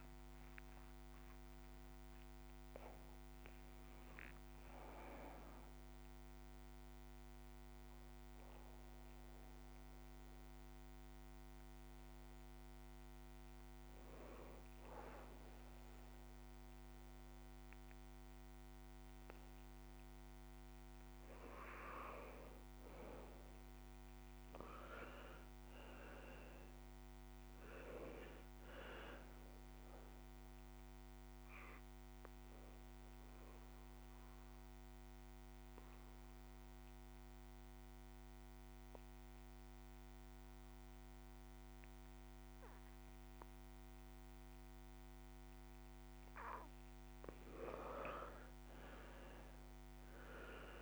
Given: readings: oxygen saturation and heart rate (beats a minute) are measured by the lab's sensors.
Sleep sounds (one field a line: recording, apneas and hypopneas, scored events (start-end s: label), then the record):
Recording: breathing in sleep by a microphone on the trachea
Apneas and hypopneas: 2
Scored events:
0.00-10.50 s: oxygen desaturation (device-marked, oxygen 88% lowest)
6.00-19.50 s: hypopnea (oxygen 96% before, 88% lowest)
22.00-26.00 s: arousal
22.50-44.50 s: oxygen desaturation (device-marked, oxygen 100% before, 90% lowest)
30.00-46.00 s: obstructive apnea (oxygen 100% before, 89% lowest)
48.00-50.82 s: arousal
49.50-50.82 s: oxygen desaturation (device-marked, oxygen 96% before, 89% lowest)
From the record:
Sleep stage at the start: N2 (light sleep)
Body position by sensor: on the right side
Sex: male